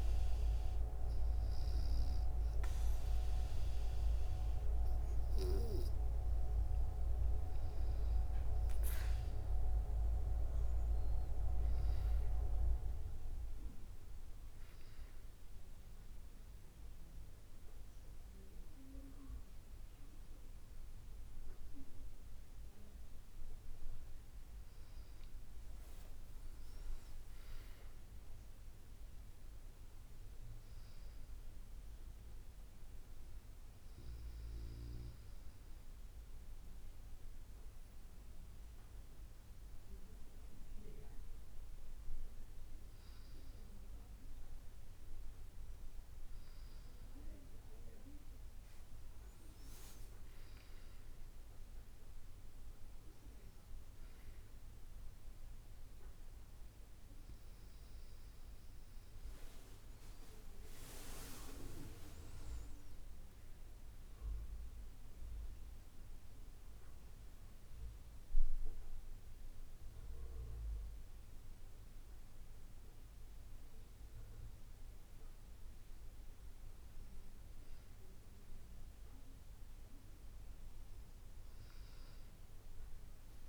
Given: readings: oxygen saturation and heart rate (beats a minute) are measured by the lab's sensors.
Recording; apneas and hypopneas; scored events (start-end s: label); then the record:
breathing in sleep by a room microphone; 1
0.00-1.00 s: arousal
27.50-31.00 s: arousal
34.00-46.50 s: hypopnea (oxygen 96% before, 95% lowest, heart rate 73 before, 65 extreme, up 10 after)
40.50-83.49 s: new sleep stage, N1 (lightest sleep)
48.00-52.00 s: arousal
From the record:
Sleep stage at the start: N2 (light sleep); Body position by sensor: on the back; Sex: female